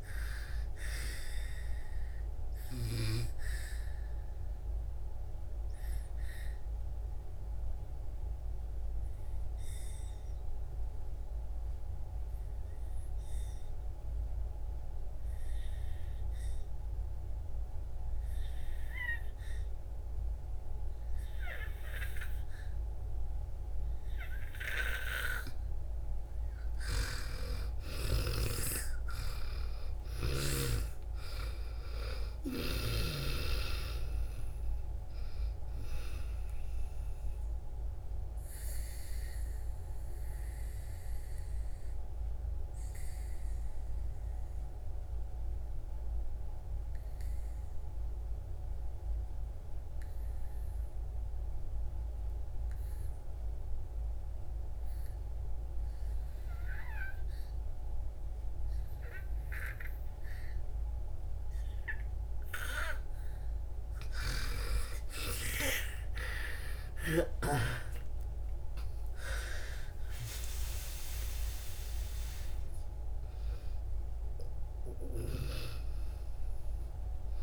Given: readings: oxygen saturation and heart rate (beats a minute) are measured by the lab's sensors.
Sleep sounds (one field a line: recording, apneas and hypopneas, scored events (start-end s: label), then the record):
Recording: breathing in sleep by a room microphone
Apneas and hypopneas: 2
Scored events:
0.00-14.50 s: oxygen desaturation (device-marked, oxygen 80% lowest)
1.00-25.50 s: obstructive apnea (oxygen 97% before, 78% lowest)
26.50-56.50 s: oxygen desaturation (device-marked, oxygen 97% before, 81% lowest)
28.50-33.00 s: arousal
36.00-63.00 s: obstructive apnea (oxygen 97% before, 78% lowest)
58.50-77.42 s: oxygen desaturation (device-marked, oxygen 98% before, 78% lowest)
63.50-67.00 s: snoring (device-marked)
64.50-69.50 s: arousal
From the record:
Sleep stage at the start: N2 (light sleep)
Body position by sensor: on the back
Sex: female